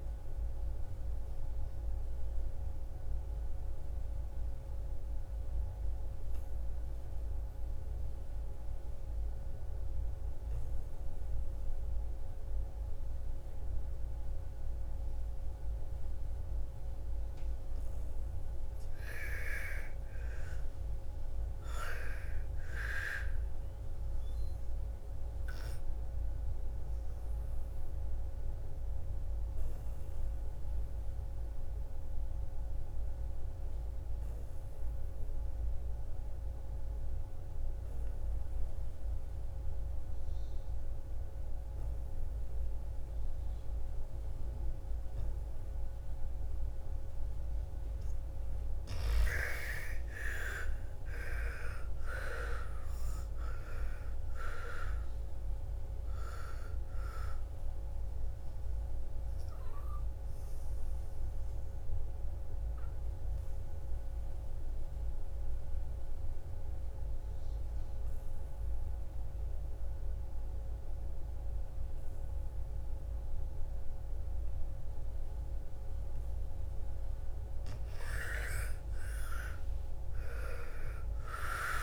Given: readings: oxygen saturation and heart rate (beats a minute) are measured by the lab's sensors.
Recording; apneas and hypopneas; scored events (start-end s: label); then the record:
breathing in sleep by a room microphone; 3
0.00-15.00 s: oxygen desaturation (device-marked, oxygen 87% lowest, heart rate 56 extreme)
2.00-16.50 s: mixed apnea (oxygen 98% before, 81% lowest, heart rate 61 before, 56 extreme, up 9 after)
18.50-22.00 s: arousal
25.50-47.00 s: obstructive apnea (oxygen 99% before, 81% lowest, heart rate 59 before, 55 extreme, up 22 after)
26.00-36.00 s: oxygen desaturation (device-marked, oxygen 99% before, 89% lowest, heart rate 59 before, 56 extreme)
44.00-71.00 s: oxygen desaturation (device-marked, oxygen 98% before, 81% lowest, heart rate 60 before, 55 extreme)
49.50-54.00 s: arousal
59.50-76.00 s: obstructive apnea (oxygen 98% before, 81% lowest, heart rate 64 before, 55 extreme, up 12 after)
78.00-81.00 s: arousal
From the record:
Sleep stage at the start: N2 (light sleep); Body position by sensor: on the back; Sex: female